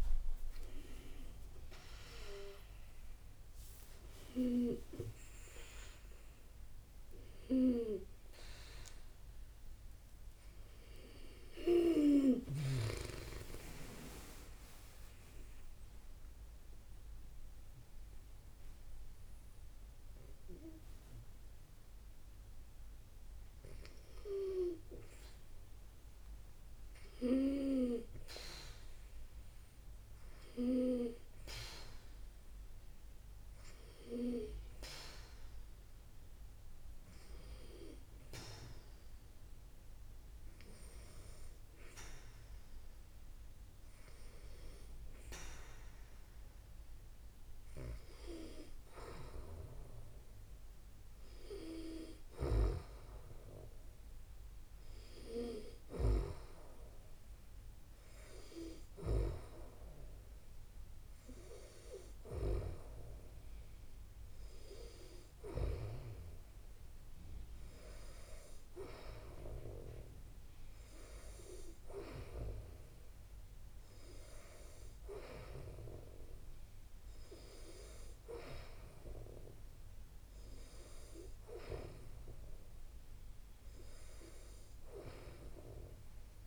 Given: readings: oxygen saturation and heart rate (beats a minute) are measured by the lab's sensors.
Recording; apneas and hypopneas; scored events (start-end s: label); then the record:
a person partly awake in a sleep study, by a room microphone; 2
15.00-25.00 s: obstructive apnea (oxygen 95% before, 90% lowest, heart rate 89 before, 56 extreme, up 20 after)
17.00-86.47 s: new sleep stage, N2 (light sleep)
28.00-32.50 s: arousal
35.00-47.00 s: oxygen desaturation (device-marked, oxygen 96% before, 90% lowest, heart rate 62 before, 61 extreme)
37.50-48.50 s: hypopnea (oxygen 96% before, 90% lowest, heart rate 63 before, 61 extreme, up 3 after)
51.00-55.00 s: arousal
From the record:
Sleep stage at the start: awake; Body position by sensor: on the back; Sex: female